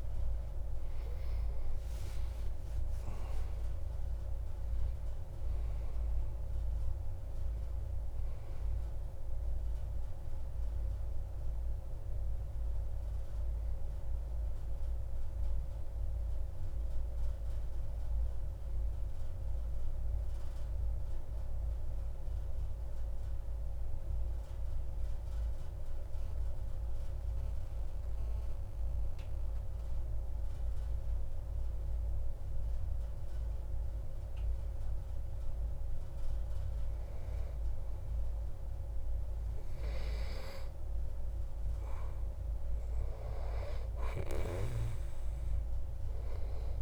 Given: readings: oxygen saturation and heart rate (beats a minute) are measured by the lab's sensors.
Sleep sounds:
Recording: breathing in sleep, hard to hear, by a room microphone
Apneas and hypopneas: 1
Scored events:
0.00-4.00 s: arousal
0.00-12.50 s: oxygen desaturation (device-marked, oxygen 92% lowest)
20.50-36.50 s: mixed apnea (oxygen 96% before, 92% lowest)
40.50-44.50 s: arousal
45.50-46.82 s: oxygen desaturation (device-marked, oxygen 97% before, 92% lowest)
From the record:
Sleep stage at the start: N2 (light sleep)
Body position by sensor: on the back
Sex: male

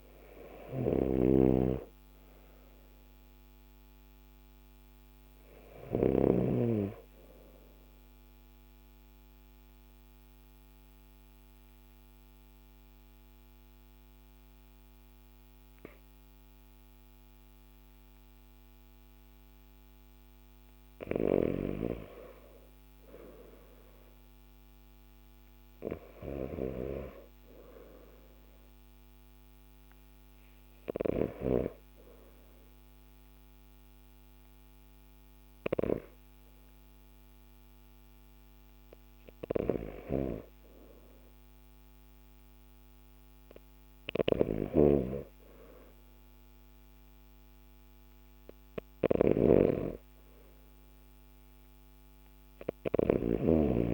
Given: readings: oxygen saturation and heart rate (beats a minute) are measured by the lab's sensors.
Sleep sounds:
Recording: breathing in sleep by a microphone on the trachea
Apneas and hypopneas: 1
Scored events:
0.00-6.00 s: snoring (device-marked)
7.50-22.50 s: oxygen desaturation (device-marked, oxygen 95% before, 92% lowest, heart rate 56 before, 48 extreme)
8.00-20.50 s: obstructive apnea (oxygen 96% before, 92% lowest, heart rate 56 before, 48 extreme, up 4 after)
23.50-27.50 s: arousal
36.50-53.94 s: new sleep stage, REM sleep
43.50-53.94 s: snoring (device-marked)
From the record:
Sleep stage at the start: N2 (light sleep)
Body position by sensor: on the left side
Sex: male

